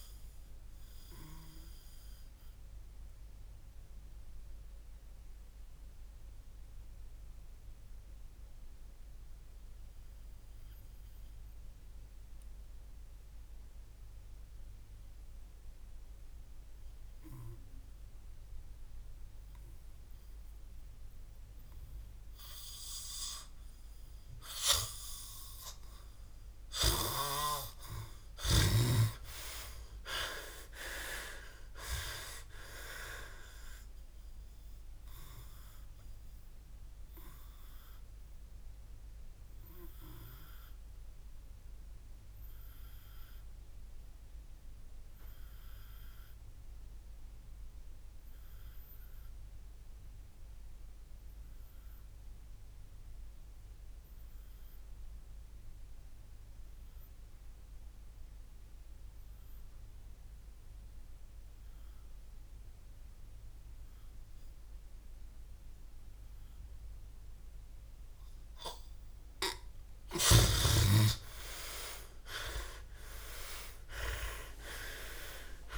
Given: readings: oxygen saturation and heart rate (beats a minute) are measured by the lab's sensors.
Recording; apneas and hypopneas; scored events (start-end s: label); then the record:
breathing in sleep by a room microphone; 2
0.00-26.50 s: oxygen desaturation (device-marked, oxygen 91% lowest, heart rate 54 extreme)
2.00-25.00 s: obstructive apnea (oxygen 98% before, 89% lowest, heart rate 65 before, 54 extreme, up 25 after)
27.50-31.50 s: arousal
37.50-49.50 s: oxygen desaturation (device-marked, oxygen 99% before, 90% lowest, heart rate 63 before, 52 extreme)
42.00-69.00 s: obstructive apnea (oxygen 99% before, 89% lowest, heart rate 63 before, 52 extreme, up 31 after)
66.50-73.50 s: oxygen desaturation (device-marked, oxygen 97% before, 93% lowest, heart rate 57 before, 59 extreme)
71.00-75.50 s: arousal
From the record:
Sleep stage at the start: N2 (light sleep); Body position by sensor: on the back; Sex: male